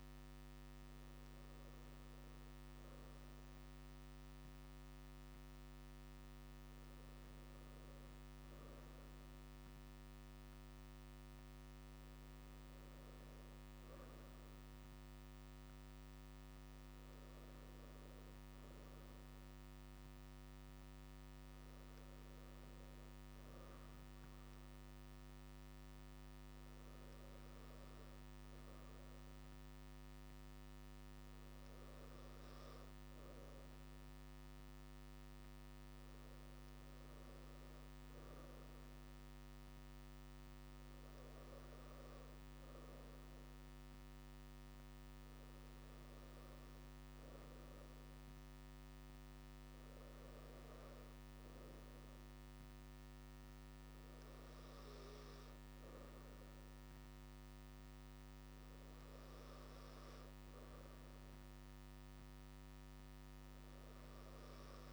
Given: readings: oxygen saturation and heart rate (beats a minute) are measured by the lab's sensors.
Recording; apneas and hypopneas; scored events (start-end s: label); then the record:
breathing in sleep, hard to hear, by a microphone on the trachea; none
none scored
From the record:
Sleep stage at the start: N2 (light sleep); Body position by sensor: on the right side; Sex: male